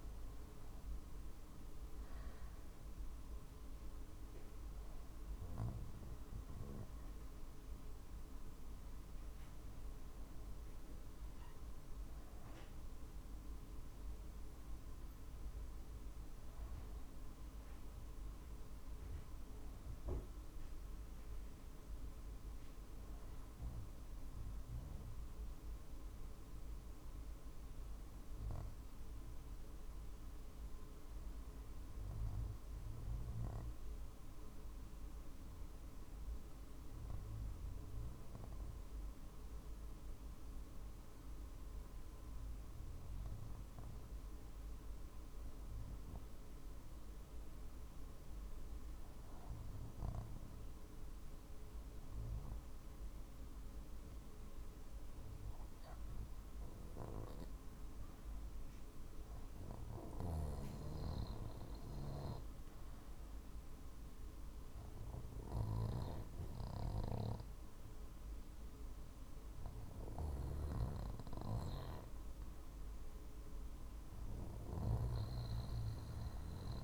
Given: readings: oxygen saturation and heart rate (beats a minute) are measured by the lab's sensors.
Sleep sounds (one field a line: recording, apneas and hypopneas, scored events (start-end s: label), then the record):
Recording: breathing in sleep by a room microphone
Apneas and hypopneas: 1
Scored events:
24.00-72.50 s: obstructive apnea (oxygen 93% before, 88% lowest, heart rate 50 before, 47 extreme, up 2 after)
54.00-76.00 s: oxygen desaturation (device-marked, oxygen 96% before, 89% lowest, heart rate 48 before, 49 extreme)
From the record:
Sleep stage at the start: REM sleep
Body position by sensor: on the back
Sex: male